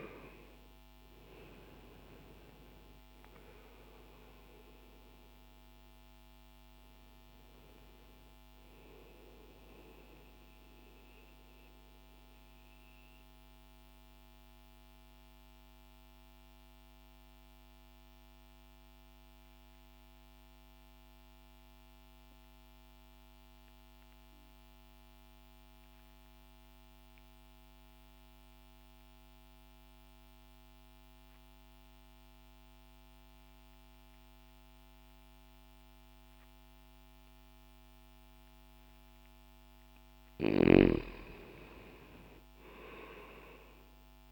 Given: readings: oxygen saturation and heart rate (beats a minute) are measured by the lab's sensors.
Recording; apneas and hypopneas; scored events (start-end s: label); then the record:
breathing in sleep by a microphone on the trachea; 1
0.00-1.50 s: arousal
0.00-30.50 s: oxygen desaturation (device-marked, oxygen 82% lowest, heart rate 60 extreme)
9.50-39.00 s: mixed apnea (oxygen 97% before, 82% lowest, heart rate 60 before, 60 extreme, up 10 after)
40.50-44.31 s: new sleep stage, awake
40.50-44.31 s: oxygen desaturation (device-marked, oxygen 97% before, 90% lowest, heart rate 60 before, 70 extreme)
From the record:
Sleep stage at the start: N2 (light sleep); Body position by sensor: on the back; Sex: male